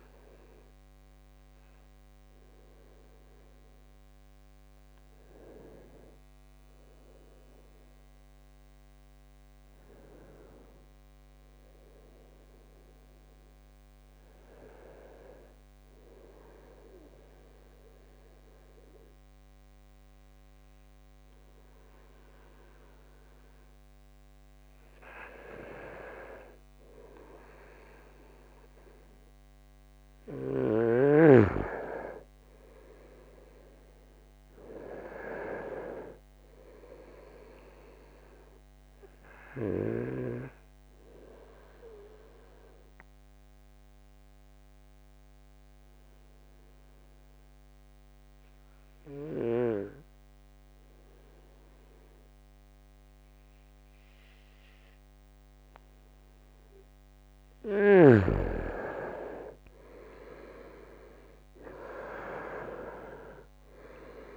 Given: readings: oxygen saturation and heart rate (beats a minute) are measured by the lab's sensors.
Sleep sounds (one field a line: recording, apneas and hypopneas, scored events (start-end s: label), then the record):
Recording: breathing in sleep by a microphone on the trachea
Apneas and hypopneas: 2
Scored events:
0.00-12.00 s: oxygen desaturation (device-marked, oxygen 90% lowest, heart rate 62 extreme)
13.50-27.00 s: obstructive apnea (oxygen 96% before, 89% lowest, heart rate 69 before, 66 extreme, up 3 after)
28.50-32.50 s: arousal
29.00-55.00 s: oxygen desaturation (device-marked, oxygen 98% before, 91% lowest, heart rate 70 before, 64 extreme)
39.50-56.50 s: obstructive apnea (oxygen 98% before, 89% lowest, heart rate 70 before, 64 extreme, up 7 after)
58.00-61.00 s: arousal
60.00-64.37 s: oxygen desaturation (device-marked, oxygen 96% before, 89% lowest, heart rate 68 before, 64 extreme)
From the record:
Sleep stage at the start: N2 (light sleep)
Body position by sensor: on the right side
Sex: male